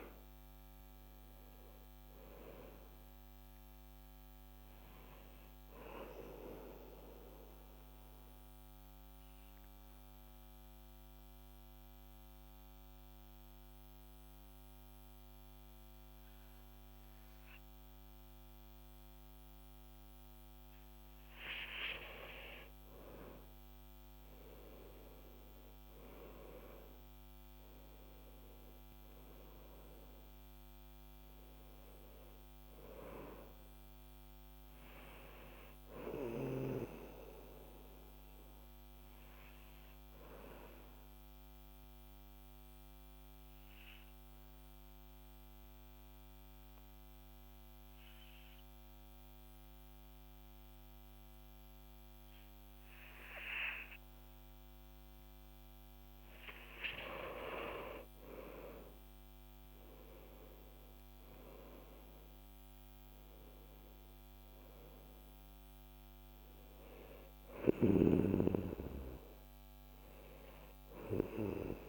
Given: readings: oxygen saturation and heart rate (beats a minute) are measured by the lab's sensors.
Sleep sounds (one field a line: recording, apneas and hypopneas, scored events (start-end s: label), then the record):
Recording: breathing in sleep by a microphone on the trachea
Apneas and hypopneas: 2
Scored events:
7.50-21.00 s: central apnea (oxygen 97% before, 92% lowest, heart rate 53 before, 47 extreme, up 13 after)
22.50-26.50 s: arousal
22.50-30.50 s: oxygen desaturation (device-marked, oxygen 97% before, 93% lowest, heart rate 49 before, 47 extreme)
39.50-54.50 s: obstructive apnea (oxygen 97% before, 92% lowest, heart rate 54 before, 46 extreme, up 13 after)
55.50-65.50 s: oxygen desaturation (device-marked, oxygen 97% before, 92% lowest, heart rate 49 before, 46 extreme)
58.00-61.00 s: arousal
From the record:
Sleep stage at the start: N2 (light sleep)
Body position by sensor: on the back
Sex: male